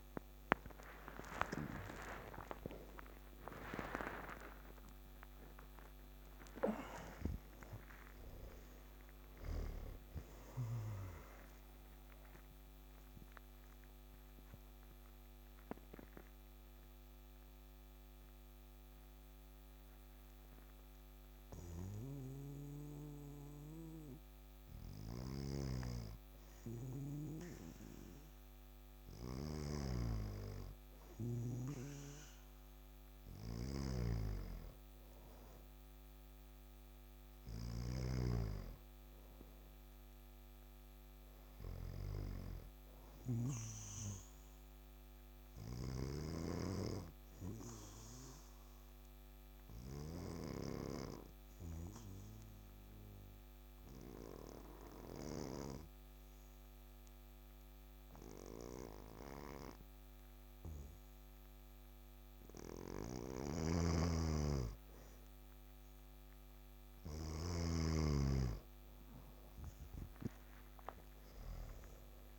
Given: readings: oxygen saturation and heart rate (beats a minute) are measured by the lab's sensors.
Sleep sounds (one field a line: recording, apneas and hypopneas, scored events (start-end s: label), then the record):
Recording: breathing in sleep by a microphone on the trachea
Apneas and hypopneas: 2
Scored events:
0.50-6.00 s: arousal
12.00-26.50 s: mixed apnea (oxygen 95% before, 92% lowest, heart rate 101 before, 66 extreme, up 1 after)
25.00-43.50 s: snoring (device-marked)
30.50-35.50 s: arousal
37.50-46.50 s: oxygen desaturation (device-marked, oxygen 100% before, 97% lowest, heart rate 72 before, 69 extreme)
46.00-62.00 s: obstructive apnea (oxygen 100% before, 92% lowest, heart rate 70 before, 69 extreme, up 4 after)
63.00-67.50 s: snoring (device-marked)
66.50-72.39 s: oxygen desaturation (device-marked, oxygen 98% before, 92% lowest, heart rate 70 before, 63 extreme)
From the record:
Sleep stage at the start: N2 (light sleep)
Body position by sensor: on the back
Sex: male